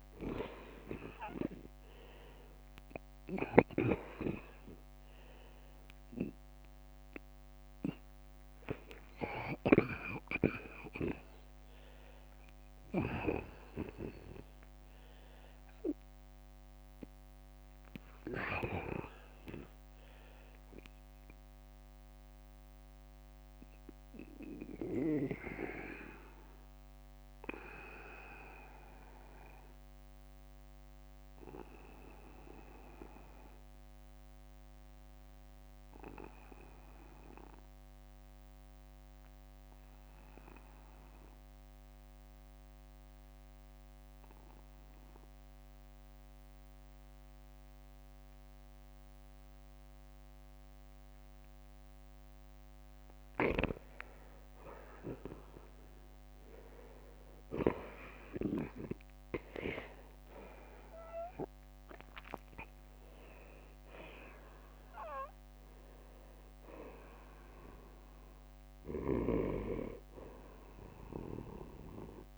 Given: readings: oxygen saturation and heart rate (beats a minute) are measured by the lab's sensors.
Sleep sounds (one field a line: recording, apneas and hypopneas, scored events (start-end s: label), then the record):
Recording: breathing in sleep by a microphone on the trachea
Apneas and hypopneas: 1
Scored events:
9.00-13.50 s: arousal
16.50-18.50 s: long interval between heartbeats (device-marked, heart rate 62 before, 62 extreme)
16.50-51.50 s: obstructive apnea (oxygen 95% before, 87% lowest, heart rate 62 before, 42 extreme, up 13 after)
21.50-23.50 s: long interval between heartbeats (device-marked, heart rate 62 before, 54 extreme)
24.50-41.50 s: oxygen desaturation (device-marked, oxygen 94% before, 87% lowest, heart rate 60 before, 44 extreme)
27.00-29.00 s: long interval between heartbeats (device-marked, heart rate 60 before, 54 extreme)
31.50-33.50 s: long interval between heartbeats (device-marked, heart rate 57 before, 56 extreme)
55.00-59.50 s: arousal
60.50-72.38 s: oxygen desaturation (device-marked, oxygen 96% before, 93% lowest, heart rate 57 before, 47 extreme)
From the record:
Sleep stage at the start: N2 (light sleep)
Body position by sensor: on the back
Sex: male